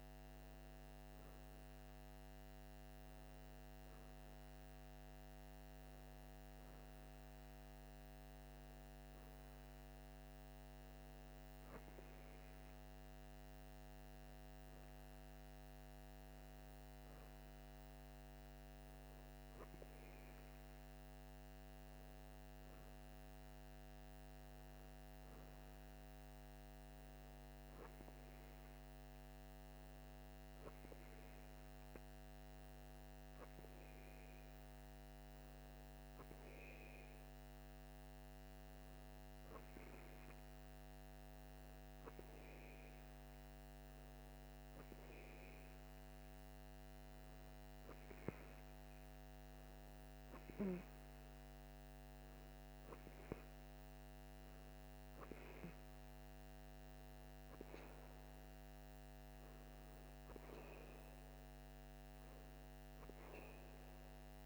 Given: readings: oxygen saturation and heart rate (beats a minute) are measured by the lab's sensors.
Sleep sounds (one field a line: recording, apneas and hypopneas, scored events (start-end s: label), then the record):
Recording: breathing in sleep, hard to hear, by a microphone on the trachea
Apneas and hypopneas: none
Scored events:
50.50-64.45 s: new sleep stage, N2 (light sleep)
From the record:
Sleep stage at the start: REM sleep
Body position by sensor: on the right side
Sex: female